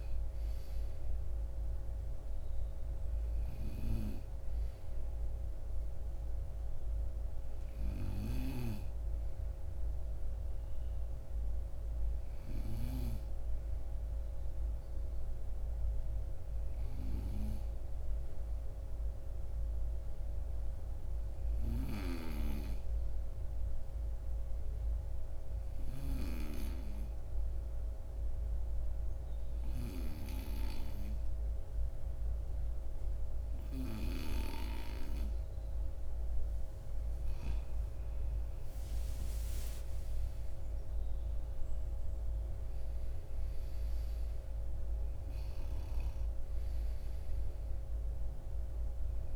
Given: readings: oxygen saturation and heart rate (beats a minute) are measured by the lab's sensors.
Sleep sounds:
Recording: breathing in sleep by a room microphone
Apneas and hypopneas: 1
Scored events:
0.00-13.00 s: oxygen desaturation (device-marked, oxygen 91% lowest, heart rate 52 extreme)
16.00-35.00 s: obstructive apnea (oxygen 97% before, 92% lowest, heart rate 57 before, 53 extreme, up 11 after)
38.50-42.00 s: arousal
45.00-49.36 s: oxygen desaturation (device-marked, oxygen 95% before, 92% lowest, heart rate 57 before, 51 extreme)
From the record:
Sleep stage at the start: N2 (light sleep)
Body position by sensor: on the right side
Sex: male

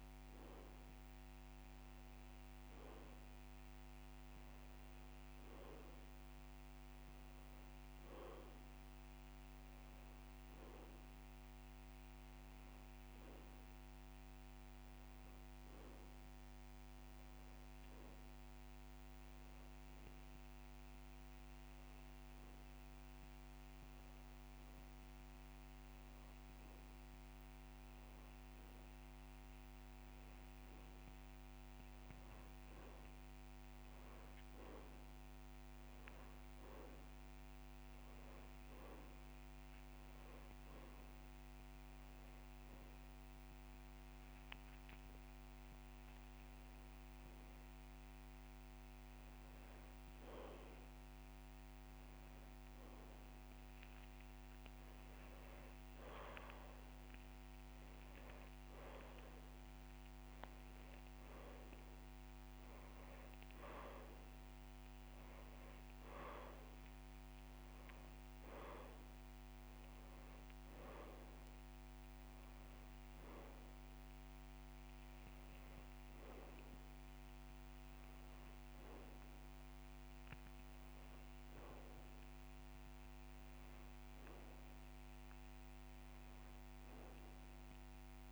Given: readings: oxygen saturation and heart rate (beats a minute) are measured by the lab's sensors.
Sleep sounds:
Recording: breathing in sleep, hard to hear, by a microphone on the trachea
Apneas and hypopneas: none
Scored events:
1.50-3.50 s: long interval between heartbeats (device-marked)
1.50-6.50 s: drop in pulse transit time (device-marked)
21.00-23.00 s: long interval between heartbeats (device-marked)
23.50-27.50 s: drop in pulse transit time (device-marked)
29.00-31.00 s: long interval between heartbeats (device-marked)
34.50 s: drop in pulse transit time (device-marked)
48.50-50.50 s: long interval between heartbeats (device-marked)
73.50-75.50 s: long interval between heartbeats (device-marked)
84.50-86.50 s: long interval between heartbeats (device-marked)
From the record:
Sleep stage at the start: N2 (light sleep)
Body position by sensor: on the back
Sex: male

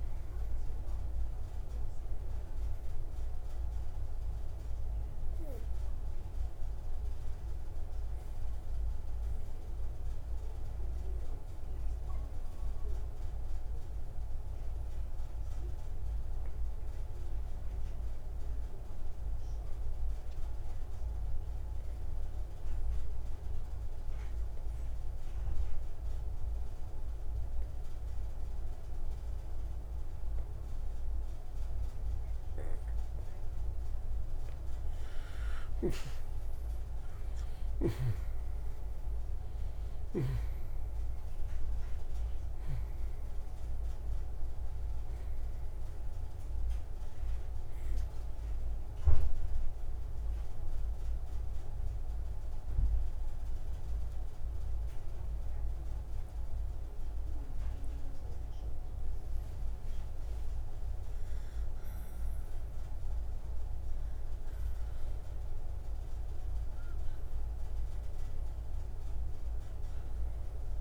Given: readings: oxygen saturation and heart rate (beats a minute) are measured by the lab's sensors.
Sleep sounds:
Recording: breathing in sleep, hard to hear, by a room microphone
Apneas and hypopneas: 2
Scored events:
8.50-32.00 s: obstructive apnea (oxygen 97% before, 85% lowest)
12.00-28.00 s: oxygen desaturation (device-marked, oxygen 96% before, 90% lowest)
35.00-40.50 s: arousal
35.00-70.81 s: oxygen desaturation (device-marked, oxygen 98% before, 85% lowest)
47.50-59.50 s: hypopnea (oxygen 98% before, 85% lowest)
62.50-67.00 s: arousal
From the record:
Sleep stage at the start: N2 (light sleep)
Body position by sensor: on the right side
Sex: male

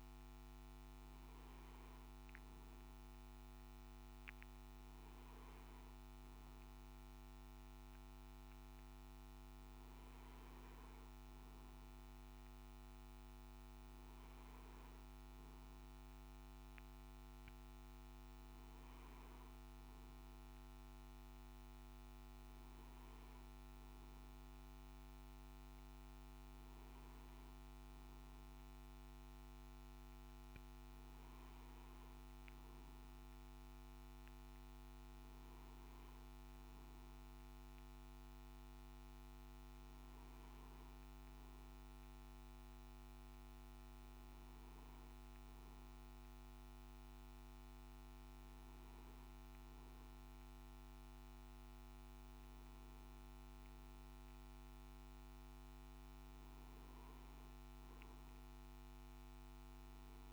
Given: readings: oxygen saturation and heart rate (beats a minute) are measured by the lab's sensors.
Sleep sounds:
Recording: breathing in sleep, hard to hear, by a microphone on the trachea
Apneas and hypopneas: none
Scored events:
none scored
From the record:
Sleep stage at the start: N1 (lightest sleep)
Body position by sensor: on the back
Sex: male

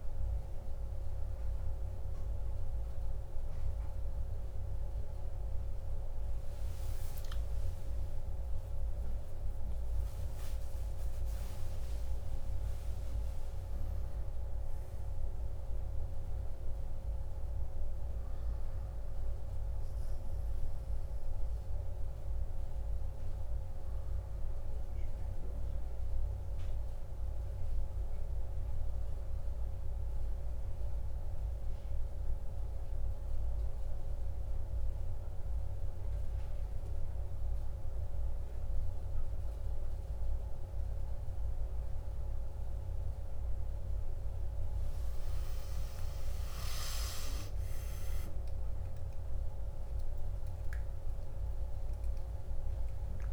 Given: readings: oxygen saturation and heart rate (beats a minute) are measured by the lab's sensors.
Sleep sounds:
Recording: a person awake in a sleep study, hard to hear, by a room microphone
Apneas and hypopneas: none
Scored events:
none scored
From the record:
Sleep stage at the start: awake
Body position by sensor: on the back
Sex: male

